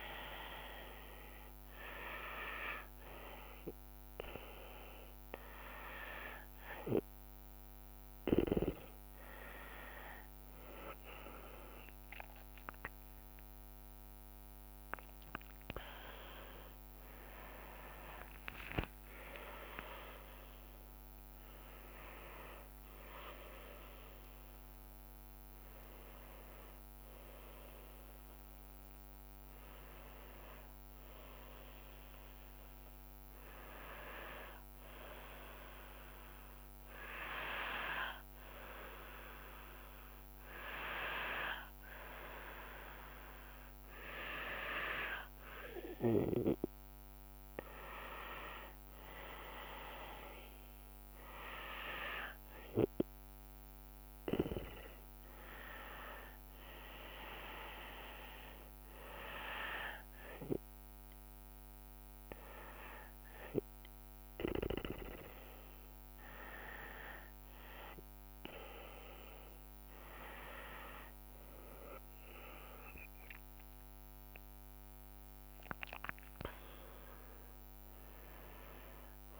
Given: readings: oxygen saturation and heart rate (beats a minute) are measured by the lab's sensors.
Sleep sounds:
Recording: breathing in sleep by a microphone on the trachea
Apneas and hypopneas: none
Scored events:
11.50-26.50 s: drop in pulse transit time (device-marked, heart rate 73 before, 75 extreme)
15.00-19.00 s: arousal
49.50-59.50 s: drop in pulse transit time (device-marked, heart rate 72 before, 74 extreme)
69.50-79.40 s: drop in pulse transit time (device-marked, heart rate 73 before, 73 extreme)
73.50-77.50 s: arousal
From the record:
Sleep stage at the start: N2 (light sleep)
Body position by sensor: on the back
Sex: female

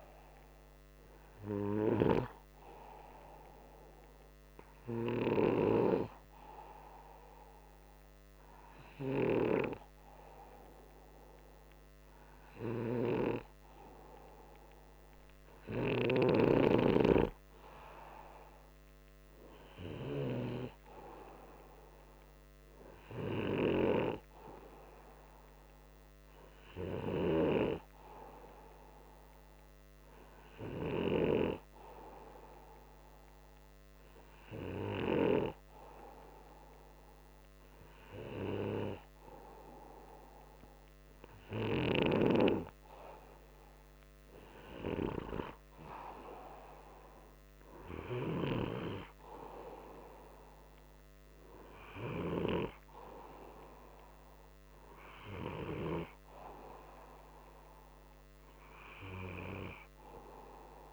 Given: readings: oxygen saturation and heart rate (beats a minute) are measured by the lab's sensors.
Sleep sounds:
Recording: breathing in sleep by a microphone on the trachea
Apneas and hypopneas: none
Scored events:
0.00-4.00 s: oxygen desaturation (device-marked, oxygen 91% lowest, heart rate 61 extreme)
From the record:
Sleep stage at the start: N2 (light sleep)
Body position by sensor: upright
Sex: male

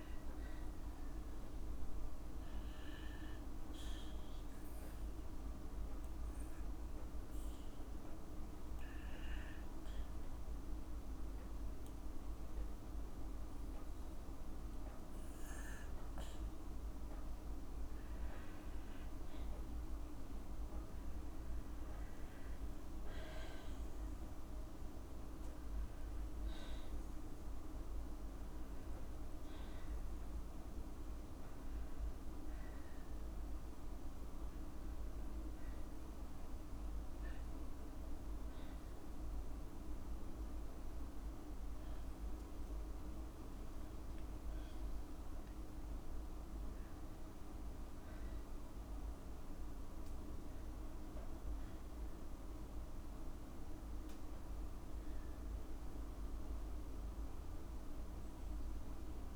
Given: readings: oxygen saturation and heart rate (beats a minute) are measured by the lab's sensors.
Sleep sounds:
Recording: breathing in sleep, hard to hear, by a room microphone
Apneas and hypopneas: none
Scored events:
none scored
From the record:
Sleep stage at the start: N2 (light sleep)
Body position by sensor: on the back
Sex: female

